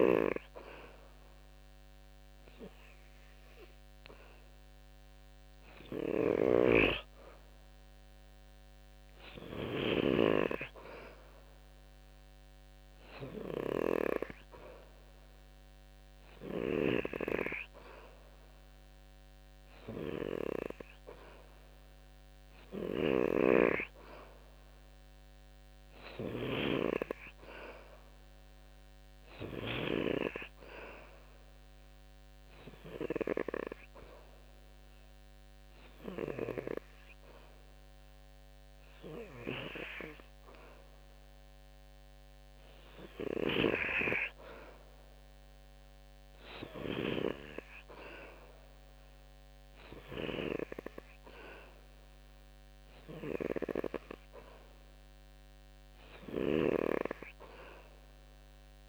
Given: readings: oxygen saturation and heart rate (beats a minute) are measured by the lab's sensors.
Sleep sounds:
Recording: breathing in sleep by a microphone on the trachea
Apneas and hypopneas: none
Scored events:
5.50-9.50 s: snoring (device-marked)
16.00-29.50 s: snoring (device-marked)
46.00-50.00 s: snoring (device-marked)
56.00-58.89 s: snoring (device-marked)
From the record:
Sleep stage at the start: N2 (light sleep)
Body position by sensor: on the back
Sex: male

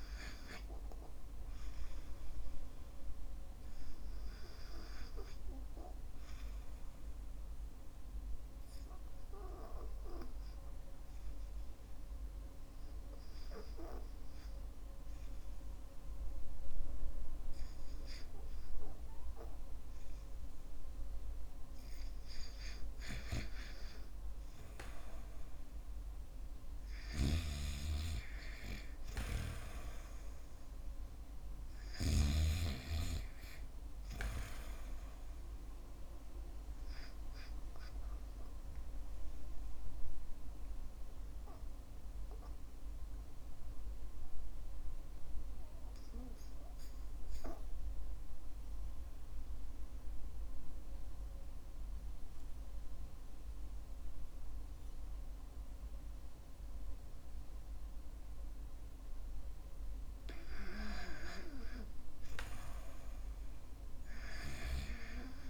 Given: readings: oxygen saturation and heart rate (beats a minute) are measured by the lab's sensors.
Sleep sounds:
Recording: breathing in sleep by a room microphone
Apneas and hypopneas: 1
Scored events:
6.50-25.50 s: oxygen desaturation (device-marked, oxygen 95% before, 92% lowest, heart rate 53 before, 48 extreme)
40.50-60.00 s: hypopnea (oxygen 94% before, 91% lowest, heart rate 53 before, 50 extreme, up 3 after)
62.50-65.50 s: arousal
From the record:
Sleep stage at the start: REM sleep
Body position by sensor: on the back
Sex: male

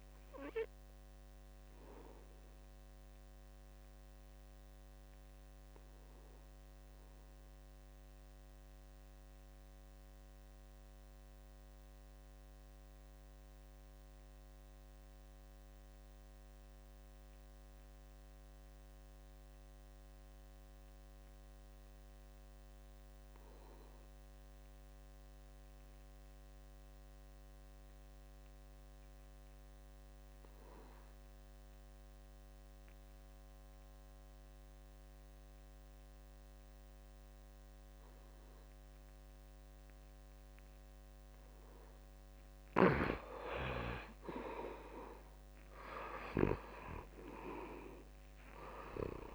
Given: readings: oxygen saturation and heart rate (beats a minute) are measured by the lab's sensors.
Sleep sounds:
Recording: breathing in sleep by a microphone on the trachea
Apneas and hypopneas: 1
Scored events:
0.00-19.00 s: oxygen desaturation (device-marked, oxygen 75% lowest, heart rate 64 extreme)
2.50-42.50 s: obstructive apnea (oxygen 98% before, 73% lowest, heart rate 72 before, 64 extreme, up 42 after)
23.50-25.50 s: long interval between heartbeats (device-marked, heart rate 67 before, 74 extreme)
26.00-28.00 s: long interval between heartbeats (device-marked, heart rate 67 before, 72 extreme)
32.00-49.35 s: oxygen desaturation (device-marked, oxygen 96% before, 73% lowest, heart rate 69 before, 68 extreme)
46.00-49.35 s: arousal
46.50-48.50 s: long interval between heartbeats (device-marked, heart rate 71 before, 90 extreme)
From the record:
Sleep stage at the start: N2 (light sleep)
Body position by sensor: on the back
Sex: male

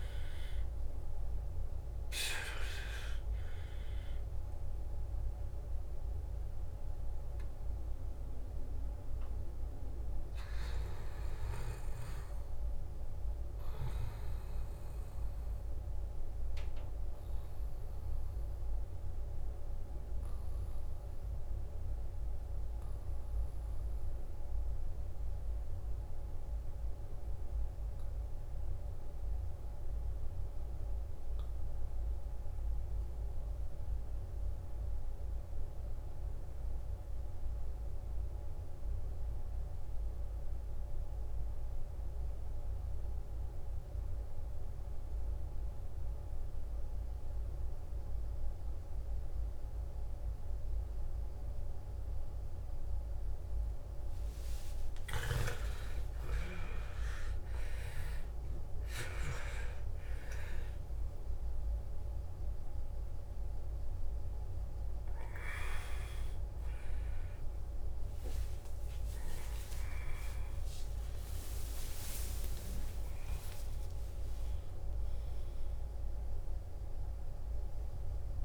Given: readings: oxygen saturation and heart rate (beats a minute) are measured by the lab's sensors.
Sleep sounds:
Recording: breathing in sleep by a room microphone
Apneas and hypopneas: 1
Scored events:
0.00-23.00 s: oxygen desaturation (device-marked, oxygen 89% lowest, heart rate 56 extreme)
7.00-53.50 s: mixed apnea (oxygen 98% before, 86% lowest, heart rate 64 before, 56 extreme, up 12 after)
42.00-78.45 s: oxygen desaturation (device-marked, oxygen 97% before, 86% lowest, heart rate 57 before, 55 extreme)
55.00-58.50 s: arousal
70.00-72.00 s: long interval between heartbeats (device-marked, heart rate 69 before, 82 extreme)
From the record:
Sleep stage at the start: N2 (light sleep)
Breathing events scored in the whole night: 244 in 3.9 hours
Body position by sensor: on the back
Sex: male

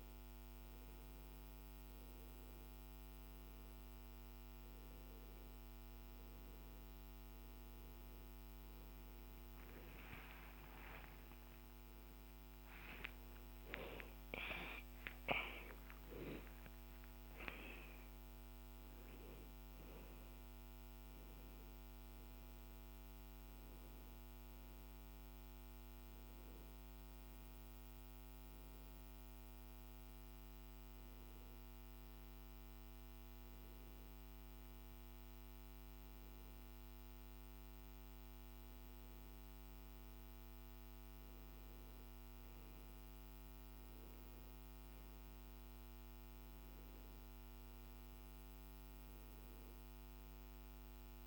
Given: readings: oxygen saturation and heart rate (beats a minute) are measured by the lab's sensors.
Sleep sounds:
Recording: a person awake in a sleep study, by a microphone on the trachea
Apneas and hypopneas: none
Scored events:
none scored
From the record:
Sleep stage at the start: awake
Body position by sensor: on the back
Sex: male

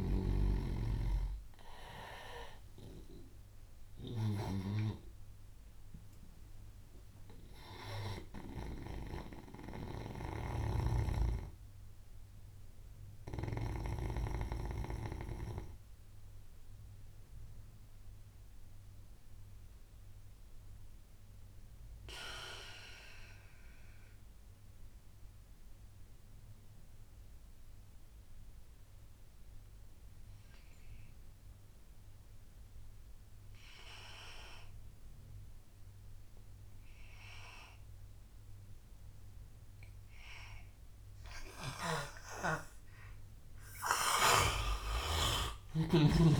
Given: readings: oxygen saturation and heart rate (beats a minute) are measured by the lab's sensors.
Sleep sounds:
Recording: breathing in sleep by a room microphone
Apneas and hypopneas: 1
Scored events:
0.00-20.50 s: oxygen desaturation (device-marked, oxygen 87% lowest, heart rate 72 extreme)
5.50-42.00 s: obstructive apnea (oxygen 97% before, 83% lowest, heart rate 88 before, 72 extreme, up 8 after)
31.50-46.40 s: oxygen desaturation (device-marked, oxygen 99% before, 83% lowest, heart rate 82 before, 71 extreme)
From the record:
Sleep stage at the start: N2 (light sleep)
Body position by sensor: on the back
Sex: male

